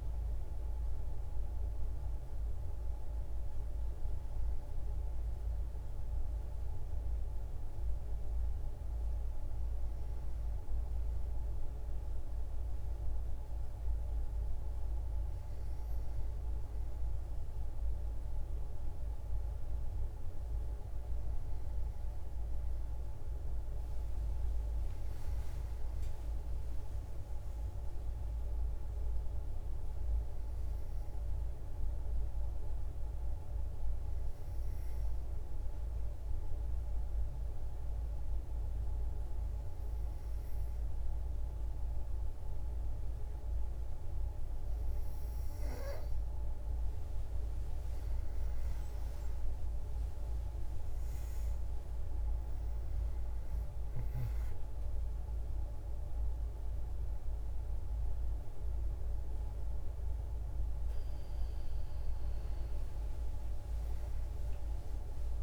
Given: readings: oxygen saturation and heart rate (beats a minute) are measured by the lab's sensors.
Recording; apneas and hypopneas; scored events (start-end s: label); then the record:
breathing in sleep, hard to hear, by a room microphone; 1
26.00-29.50 s: arousal
32.50-46.00 s: hypopnea (oxygen 97% before, 92% lowest, heart rate 63 before, 54 extreme, up 49 after)
47.00-50.00 s: arousal
53.00-65.43 s: oxygen desaturation (device-marked, oxygen 96% before, 92% lowest, heart rate 87 before, 52 extreme)
From the record:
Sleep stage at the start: N2 (light sleep); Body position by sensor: on the back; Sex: female